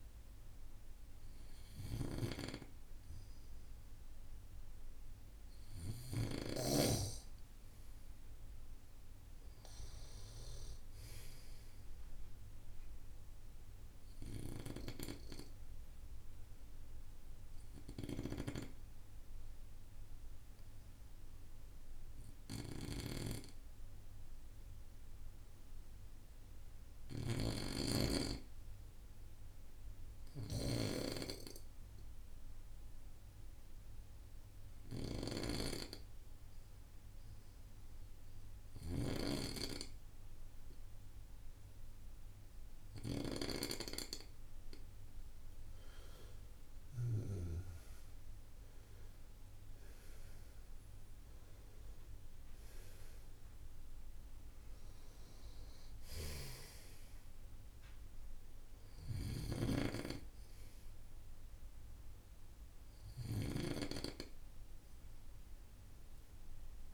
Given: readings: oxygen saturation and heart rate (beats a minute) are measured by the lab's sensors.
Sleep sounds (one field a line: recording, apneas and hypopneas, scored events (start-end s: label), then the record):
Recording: breathing in sleep by a room microphone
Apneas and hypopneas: 1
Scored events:
0.00-17.00 s: oxygen desaturation (device-marked, oxygen 92% lowest, heart rate 53 extreme)
9.00-12.00 s: arousal
14.00-43.50 s: obstructive apnea (oxygen 95% before, 90% lowest, heart rate 59 before, 53 extreme, up 10 after)
36.00-66.93 s: oxygen desaturation (device-marked, oxygen 96% before, 90% lowest, heart rate 57 before, 52 extreme)
45.50-49.00 s: arousal
From the record:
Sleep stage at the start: N2 (light sleep)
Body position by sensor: on the right side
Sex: male